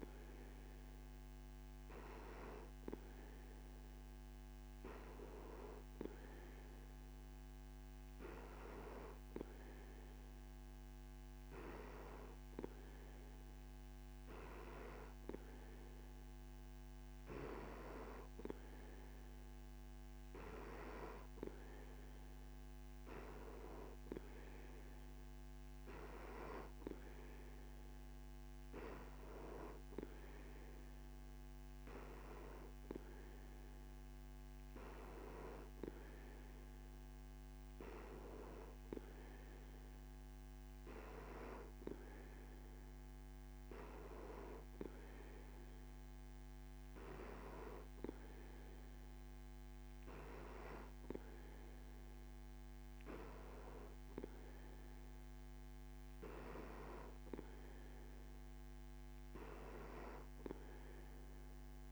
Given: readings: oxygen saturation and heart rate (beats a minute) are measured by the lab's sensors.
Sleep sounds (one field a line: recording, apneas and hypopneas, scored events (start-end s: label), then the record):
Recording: breathing in sleep by a microphone on the trachea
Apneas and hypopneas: none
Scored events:
25.00-61.92 s: new sleep stage, N3 (deep sleep)
From the record:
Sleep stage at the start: N2 (light sleep)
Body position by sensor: on the back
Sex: male